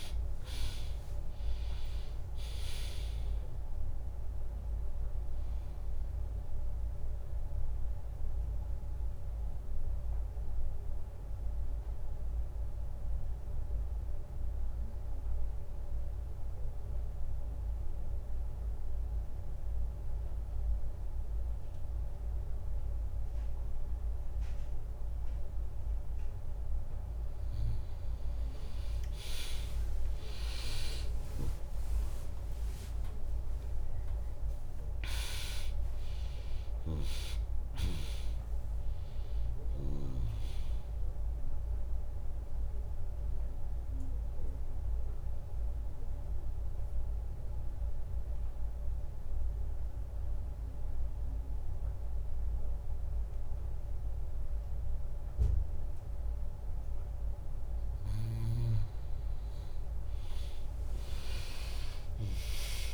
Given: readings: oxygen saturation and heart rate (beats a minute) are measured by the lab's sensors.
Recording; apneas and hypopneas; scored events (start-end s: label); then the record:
breathing in sleep by a room microphone; 2
0.00-1.00 s: arousal
0.00-12.50 s: drop in pulse transit time (device-marked, heart rate 64 extreme)
7.00-25.50 s: obstructive apnea (oxygen 100% before, 96% lowest, heart rate 70 before, 57 extreme, up 7 after)
21.50-26.50 s: bradycardia (device-marked, heart rate 73 before, 57 extreme)
28.00-32.00 s: arousal
31.50-43.50 s: drop in pulse transit time (device-marked, heart rate 69 before, 63 extreme)
36.50-53.50 s: oxygen desaturation (device-marked, oxygen 100% before, 96% lowest, heart rate 67 before, 58 extreme)
41.00-57.50 s: obstructive apnea (oxygen 100% before, 96% lowest, heart rate 69 before, 58 extreme)
57.50-60.50 s: bradycardia (device-marked, heart rate 73 before, 62 extreme)
61.00-62.94 s: arousal
From the record:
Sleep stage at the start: N2 (light sleep); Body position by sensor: on the back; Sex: female